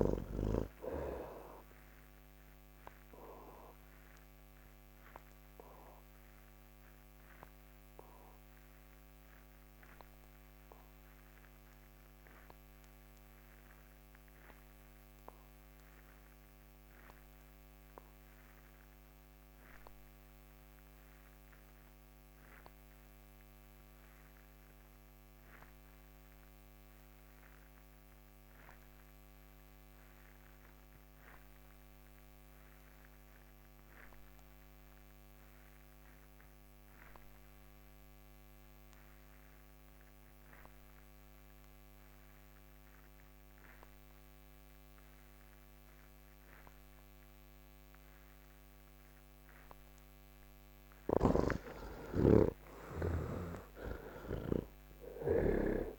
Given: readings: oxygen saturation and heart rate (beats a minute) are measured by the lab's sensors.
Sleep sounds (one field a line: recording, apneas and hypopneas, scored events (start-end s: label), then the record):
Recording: breathing in sleep by a microphone on the trachea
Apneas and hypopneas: 1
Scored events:
0.00-20.00 s: oxygen desaturation (device-marked, oxygen 68% lowest, heart rate 78 extreme)
2.00-50.50 s: mixed apnea (oxygen 96% before, 64% lowest, heart rate 135 before, 66 extreme)
22.00-55.99 s: oxygen desaturation (device-marked, oxygen 97% before, 64% lowest, heart rate 115 before, 66 extreme)
51.00-54.50 s: snoring (device-marked)
From the record:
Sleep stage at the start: N1 (lightest sleep)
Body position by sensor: on the back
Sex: male